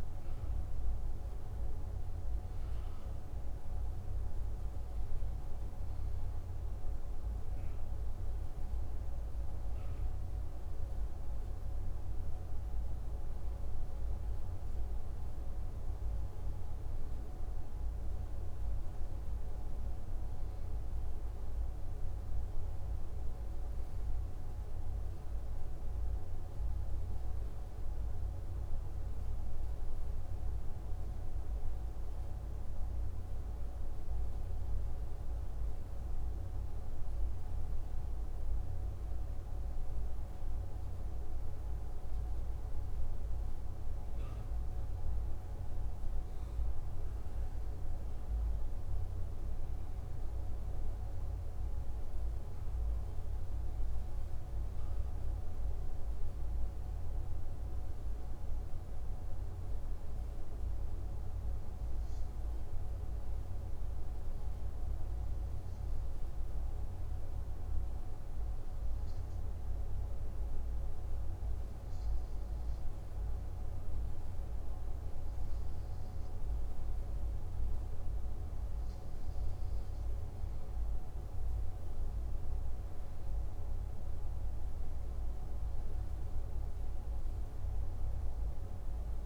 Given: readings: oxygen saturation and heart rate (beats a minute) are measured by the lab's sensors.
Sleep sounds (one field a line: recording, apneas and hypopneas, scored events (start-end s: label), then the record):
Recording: breathing in sleep, hard to hear, by a room microphone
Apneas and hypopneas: 1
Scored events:
0.00-1.50 s: arousal
30.00-82.00 s: hypopnea (oxygen 98% before, 94% lowest, heart rate 57 before, 53 extreme, up 7 after)
From the record:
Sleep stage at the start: N2 (light sleep)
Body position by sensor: on the back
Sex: male